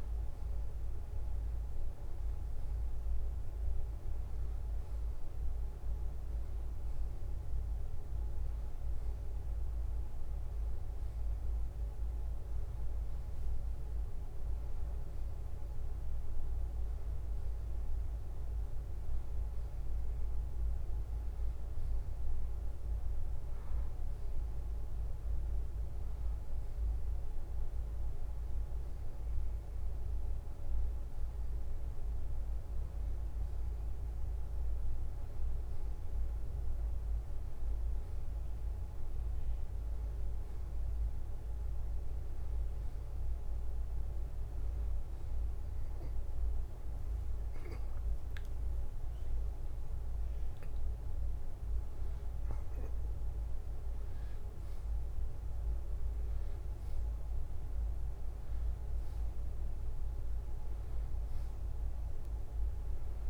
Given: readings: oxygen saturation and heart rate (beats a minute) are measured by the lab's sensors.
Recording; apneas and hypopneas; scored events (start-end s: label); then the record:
breathing in sleep, hard to hear, by a room microphone; none
none scored
From the record:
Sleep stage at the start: N2 (light sleep); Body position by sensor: on the back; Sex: male